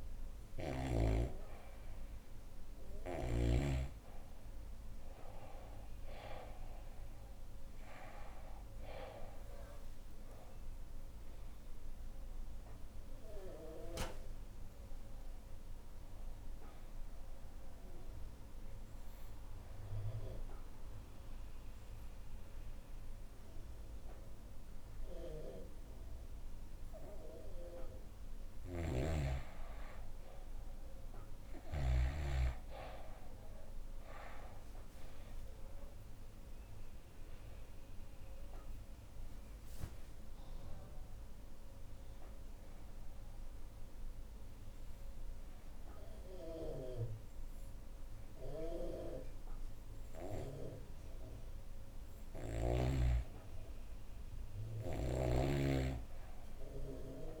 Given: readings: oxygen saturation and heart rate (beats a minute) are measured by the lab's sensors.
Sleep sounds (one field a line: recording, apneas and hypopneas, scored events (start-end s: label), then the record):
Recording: breathing in sleep by a room microphone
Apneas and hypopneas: 2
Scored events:
0.00-1.00 s: snoring (device-marked)
0.00-5.50 s: oxygen desaturation (device-marked, oxygen 92% lowest, heart rate 71 extreme)
10.00-15.00 s: arousal
18.50-29.00 s: obstructive apnea (oxygen 96% before, 91% lowest, heart rate 81 before, 67 extreme, up 8 after)
34.50-49.50 s: oxygen desaturation (device-marked, oxygen 96% before, 91% lowest, heart rate 75 before, 67 extreme)
35.50-40.00 s: arousal
42.00-53.00 s: obstructive apnea (oxygen 96% before, 88% lowest, heart rate 75 before, 67 extreme, up 7 after)
From the record:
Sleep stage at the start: N2 (light sleep)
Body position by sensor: on the back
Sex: female